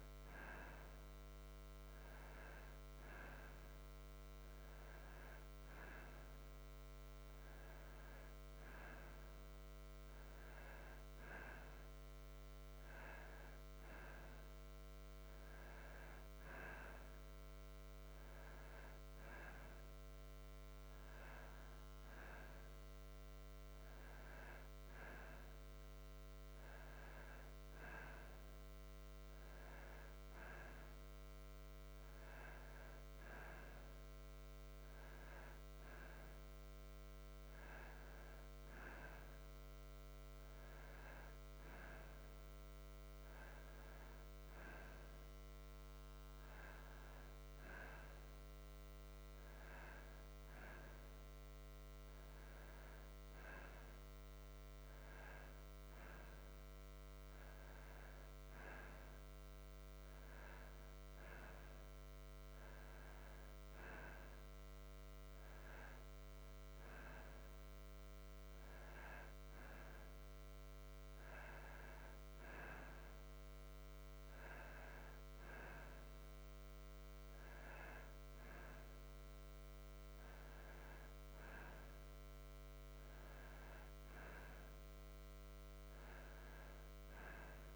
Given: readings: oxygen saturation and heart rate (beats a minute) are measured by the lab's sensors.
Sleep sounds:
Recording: breathing in sleep by a microphone on the trachea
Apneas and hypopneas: none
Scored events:
none scored
From the record:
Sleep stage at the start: N2 (light sleep)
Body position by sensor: on the back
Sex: male

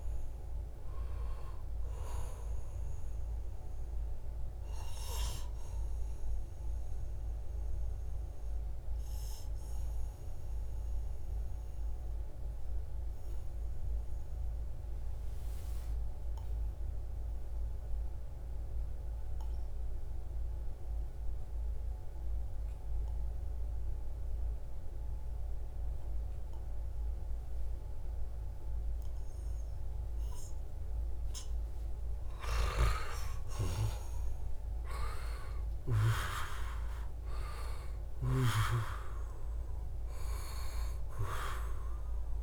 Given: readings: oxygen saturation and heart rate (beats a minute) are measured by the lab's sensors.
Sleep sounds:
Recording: breathing in sleep by a room microphone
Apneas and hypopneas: 1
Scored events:
0.00-19.00 s: oxygen desaturation (device-marked, oxygen 87% lowest, heart rate 69 extreme)
7.50-30.00 s: obstructive apnea (oxygen 96% before, 87% lowest, heart rate 77 before, 69 extreme, up 2 after)
32.00-36.00 s: arousal
32.00-42.43 s: snoring (device-marked)
From the record:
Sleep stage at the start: N2 (light sleep)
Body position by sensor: on the back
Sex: male

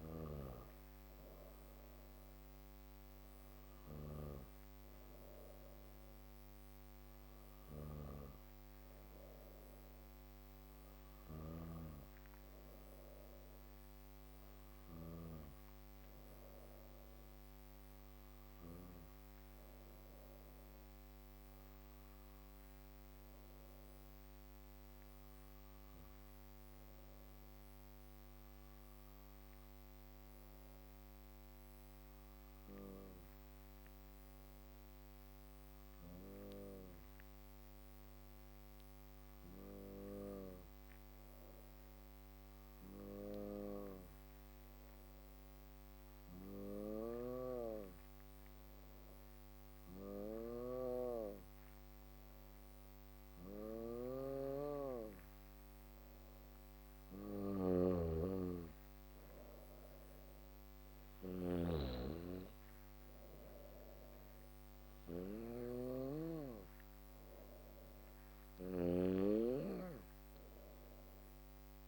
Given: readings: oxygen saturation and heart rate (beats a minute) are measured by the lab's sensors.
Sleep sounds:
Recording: breathing in sleep by a microphone on the trachea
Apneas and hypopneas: 1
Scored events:
23.00-55.00 s: obstructive apnea (oxygen 99% before, 97% lowest, heart rate 55 before, 54 extreme, up 2 after)
53.00-71.88 s: snoring (device-marked)
57.00-60.00 s: arousal
58.50-64.50 s: drop in pulse transit time (device-marked, heart rate 56 before, 56 extreme)
From the record:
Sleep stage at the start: N2 (light sleep)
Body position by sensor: on the back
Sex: female

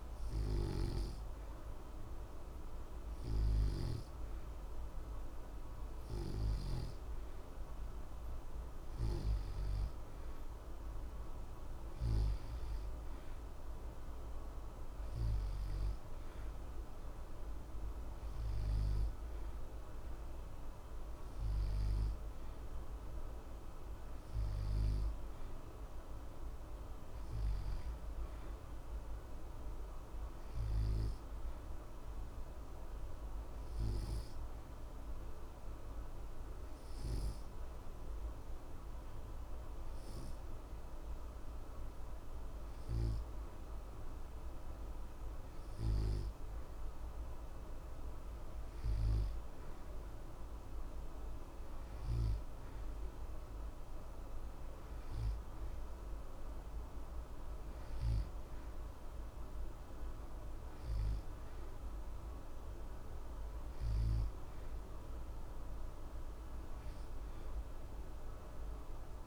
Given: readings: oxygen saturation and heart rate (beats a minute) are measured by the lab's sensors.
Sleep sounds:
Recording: breathing in sleep, hard to hear, by a room microphone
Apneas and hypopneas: 1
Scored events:
30.00-43.00 s: obstructive apnea (oxygen 89% before, 88% lowest, heart rate 60 before, 60 extreme, up 0 after)
47.00-50.50 s: arousal
From the record:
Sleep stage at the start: N2 (light sleep)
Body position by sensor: on the back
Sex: male

